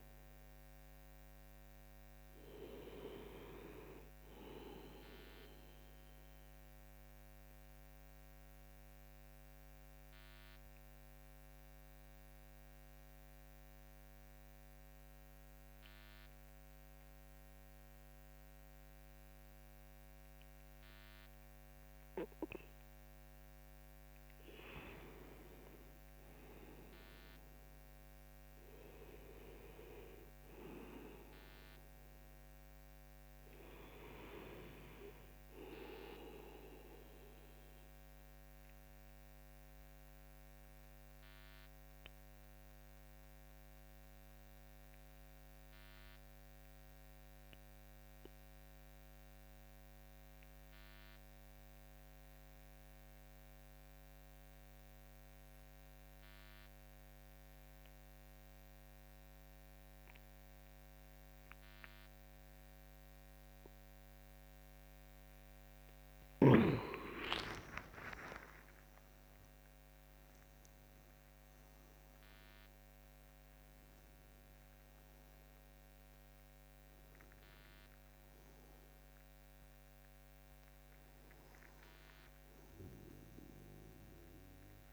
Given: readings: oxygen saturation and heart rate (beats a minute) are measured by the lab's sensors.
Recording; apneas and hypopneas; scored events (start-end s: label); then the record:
breathing in sleep by a microphone on the trachea; 2
4.50-23.50 s: obstructive apnea (oxygen 97% before, 93% lowest)
25.50-29.00 s: arousal
37.00-65.50 s: obstructive apnea (oxygen 99% before, 92% lowest)
65.50-84.93 s: oxygen desaturation (device-marked, oxygen 98% before, 92% lowest)
67.00-72.50 s: arousal
From the record:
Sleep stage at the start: N2 (light sleep); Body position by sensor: on the back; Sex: male